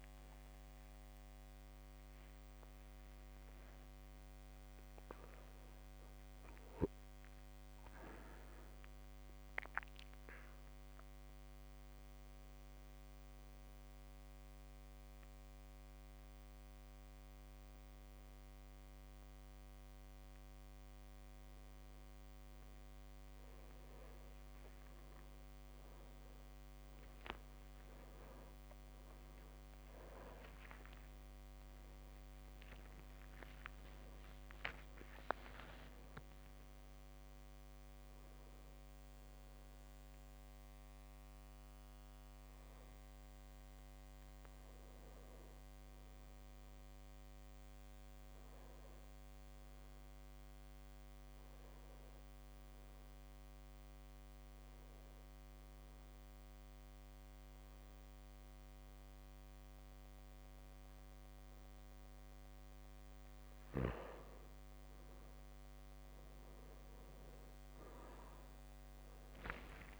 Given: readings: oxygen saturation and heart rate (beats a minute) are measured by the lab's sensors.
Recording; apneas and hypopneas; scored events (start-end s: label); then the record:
breathing in sleep by a microphone on the trachea; 2
0.00-12.50 s: oxygen desaturation (device-marked, oxygen 95% lowest)
1.50-3.50 s: long interval between heartbeats (device-marked)
3.50-8.00 s: arousal
5.00-7.00 s: long interval between heartbeats (device-marked, heart rate 32 before, 63 extreme)
9.50-19.50 s: drop in pulse transit time (device-marked, heart rate 39 before, 36 extreme)
10.50-22.00 s: obstructive apnea (oxygen 98% before, 95% lowest)
16.50-18.50 s: long interval between heartbeats (device-marked, heart rate 45 before, 61 extreme)
23.00-25.00 s: long interval between heartbeats (device-marked, heart rate 50 before, 39 extreme)
28.00-33.50 s: arousal
30.50-38.50 s: drop in pulse transit time (device-marked, heart rate 42 before, 25 extreme)
33.50-35.50 s: long interval between heartbeats (device-marked, heart rate 41 before, 47 extreme)
38.50-40.50 s: long interval between heartbeats (device-marked, heart rate 44 before, 71 extreme)
45.00-47.00 s: long interval between heartbeats (device-marked, heart rate 47 before, 28 extreme)
51.50-54.50 s: drop in pulse transit time (device-marked)
52.50-63.50 s: obstructive apnea (oxygen 99% before, 93% lowest)
59.50-70.00 s: drop in pulse transit time (device-marked)
From the record:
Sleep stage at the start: N2 (light sleep); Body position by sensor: on the back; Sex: male